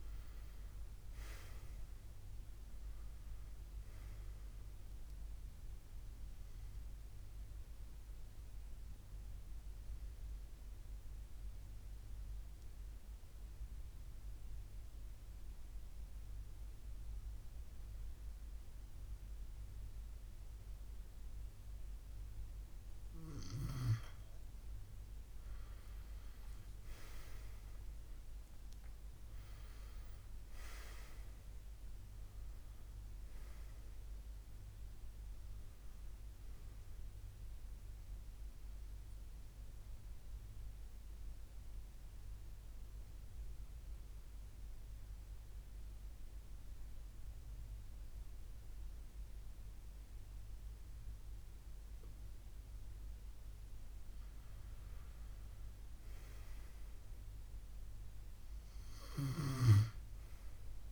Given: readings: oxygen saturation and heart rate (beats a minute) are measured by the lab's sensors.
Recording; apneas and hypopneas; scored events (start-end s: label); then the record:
breathing in sleep by a room microphone; 2
6.50-23.00 s: mixed apnea (oxygen 97% before, 91% lowest, heart rate 72 before, 66 extreme, up 10 after)
25.00-29.50 s: arousal
38.50-53.00 s: mixed apnea (oxygen 96% before, 91% lowest, heart rate 72 before, 67 extreme, up 6 after)
49.00-59.00 s: oxygen desaturation (device-marked, oxygen 94% before, 91% lowest, heart rate 72 before, 67 extreme)
From the record:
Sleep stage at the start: N2 (light sleep); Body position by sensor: on the left side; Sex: male